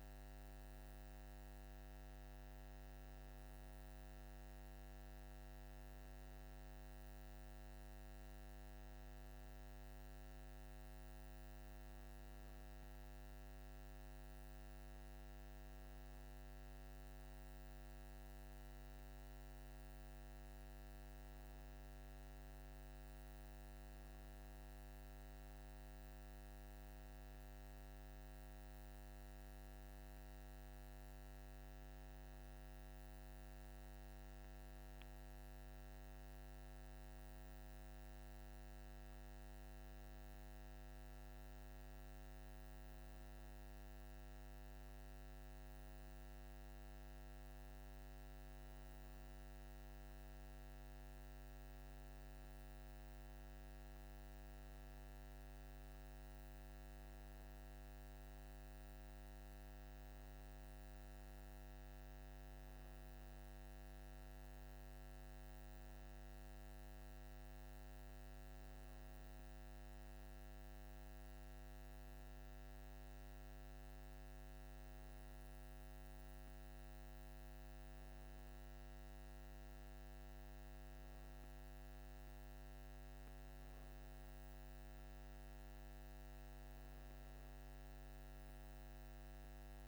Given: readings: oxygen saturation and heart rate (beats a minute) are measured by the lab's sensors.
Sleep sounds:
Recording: breathing in sleep, hard to hear, by a microphone on the trachea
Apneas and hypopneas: none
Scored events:
none scored
From the record:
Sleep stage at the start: N1 (lightest sleep)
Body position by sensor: on the back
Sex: female

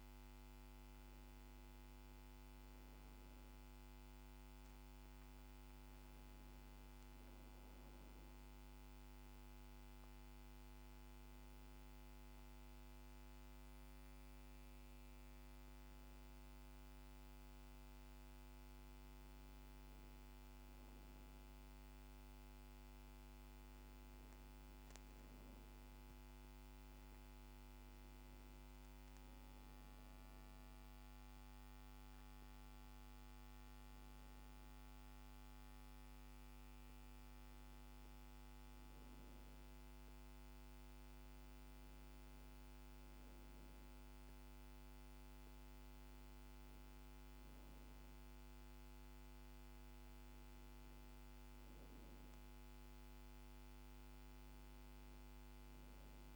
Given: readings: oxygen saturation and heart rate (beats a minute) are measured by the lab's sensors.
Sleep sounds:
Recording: a person awake in a sleep study, hard to hear, by a microphone on the trachea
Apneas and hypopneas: none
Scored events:
none scored
From the record:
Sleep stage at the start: awake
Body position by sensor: on the back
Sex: female

